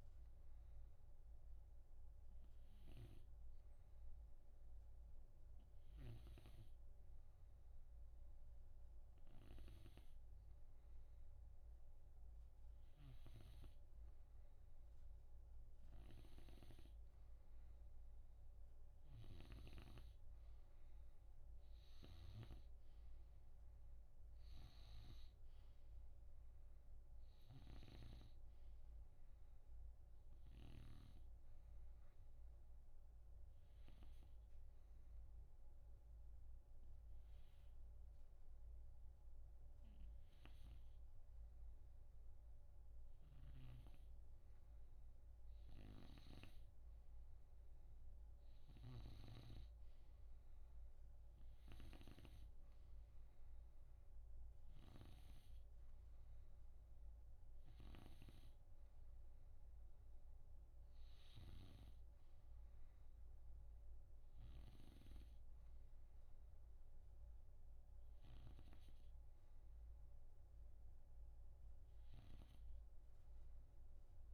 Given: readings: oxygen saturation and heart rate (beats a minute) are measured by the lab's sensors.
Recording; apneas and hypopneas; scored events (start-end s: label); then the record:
breathing in sleep by a room microphone; 1
0.00-6.50 s: snoring (device-marked)
16.00-22.50 s: snoring (device-marked)
24.50-31.00 s: snoring (device-marked)
30.00-44.50 s: obstructive apnea (oxygen 95% before, 92% lowest, heart rate 65 before, 63 extreme, up 3 after)
43.00-46.50 s: snoring (device-marked)
48.50-65.00 s: snoring (device-marked)
49.00-52.50 s: arousal
From the record:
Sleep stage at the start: N2 (light sleep); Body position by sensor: on the right side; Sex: male